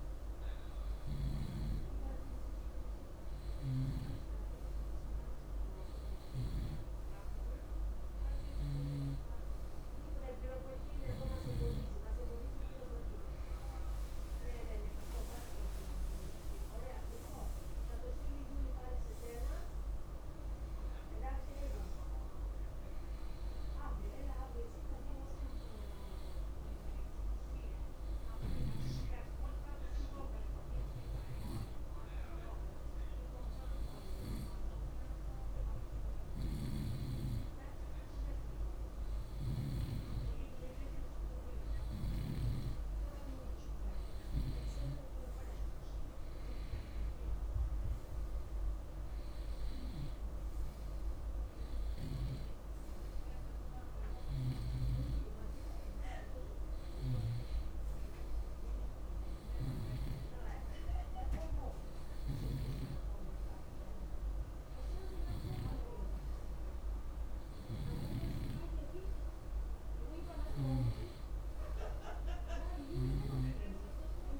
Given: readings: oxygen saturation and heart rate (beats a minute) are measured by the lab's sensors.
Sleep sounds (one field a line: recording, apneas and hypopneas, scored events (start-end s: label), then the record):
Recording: breathing in sleep by a room microphone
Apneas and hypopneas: none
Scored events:
none scored
From the record:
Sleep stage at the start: N2 (light sleep)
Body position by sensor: on the right side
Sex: male